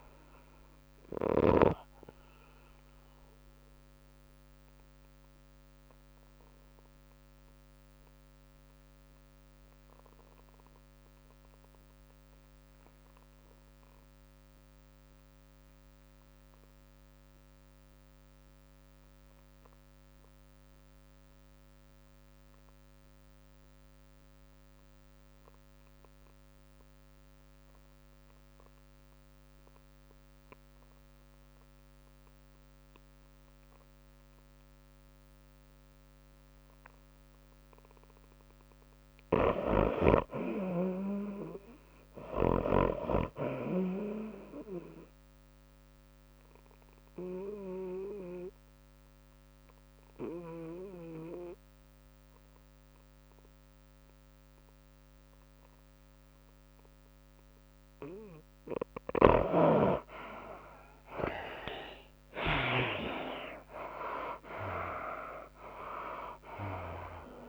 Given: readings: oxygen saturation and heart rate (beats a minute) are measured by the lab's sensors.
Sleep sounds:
breathing in sleep by a microphone on the trachea; 2
0.00-2.50 s: oxygen desaturation (device-marked, oxygen 68% lowest, heart rate 104 extreme)
0.00-9.50 s: drop in pulse transit time (device-marked, heart rate 110 extreme)
0.00-27.50 s: tachycardia (device-marked, heart rate 115 extreme)
3.50-37.00 s: obstructive apnea (oxygen 77% before, 59% lowest, heart rate 108 before, 94 extreme)
15.50-56.50 s: oxygen desaturation (device-marked, oxygen 97% before, 59% lowest, heart rate 112 before, 94 extreme)
40.00-43.50 s: arousal
44.50-67.49 s: tachycardia (device-marked, heart rate 105 before, 118 extreme)
47.00-58.00 s: obstructive apnea (oxygen 94% before, 59% lowest, heart rate 98 before, 103 extreme, up 6 after)
47.50-54.50 s: drop in pulse transit time (device-marked, heart rate 98 before, 101 extreme)
58.50-67.49 s: oxygen desaturation (device-marked, oxygen 79% before, 61% lowest, heart rate 102 before, 98 extreme)
60.00-64.50 s: arousal
64.50-67.49 s: drop in pulse transit time (device-marked, heart rate 104 before, 108 extreme)
From the record:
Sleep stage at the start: REM sleep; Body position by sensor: on the back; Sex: female

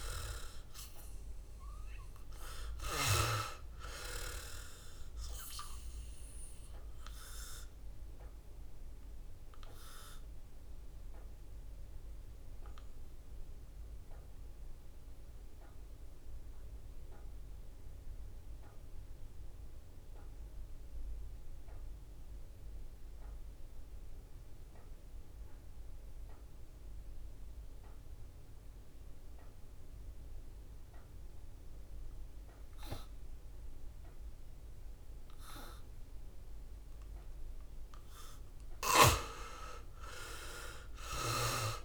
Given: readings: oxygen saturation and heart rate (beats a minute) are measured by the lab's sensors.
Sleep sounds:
breathing in sleep by a room microphone; 1
0.00-1.00 s: arousal
0.00-25.00 s: oxygen desaturation (device-marked, oxygen 80% lowest, heart rate 65 extreme)
6.50-36.50 s: obstructive apnea (oxygen 96% before, 76% lowest, heart rate 67 before, 64 extreme, up 6 after)
27.00-41.85 s: oxygen desaturation (device-marked, oxygen 97% before, 76% lowest, heart rate 67 before, 55 extreme)
39.00-41.85 s: arousal
From the record:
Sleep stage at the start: N2 (light sleep); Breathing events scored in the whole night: 247 in 3.8 hours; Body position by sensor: on the back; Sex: male

